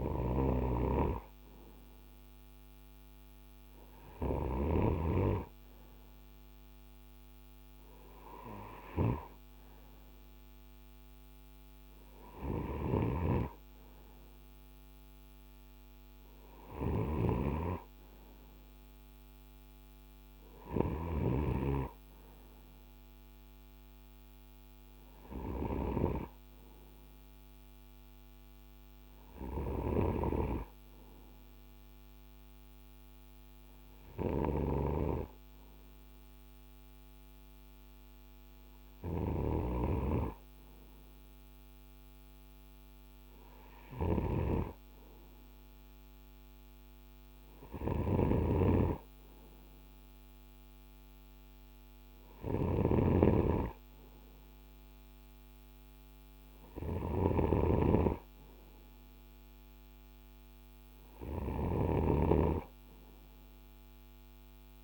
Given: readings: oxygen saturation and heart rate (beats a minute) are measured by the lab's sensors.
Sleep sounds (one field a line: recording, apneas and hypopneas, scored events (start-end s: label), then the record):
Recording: breathing in sleep by a microphone on the trachea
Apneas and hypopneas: none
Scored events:
0.00-4.00 s: snoring (device-marked)
12.00-64.84 s: snoring (device-marked)
From the record:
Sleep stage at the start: N2 (light sleep)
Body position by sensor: on the right side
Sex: male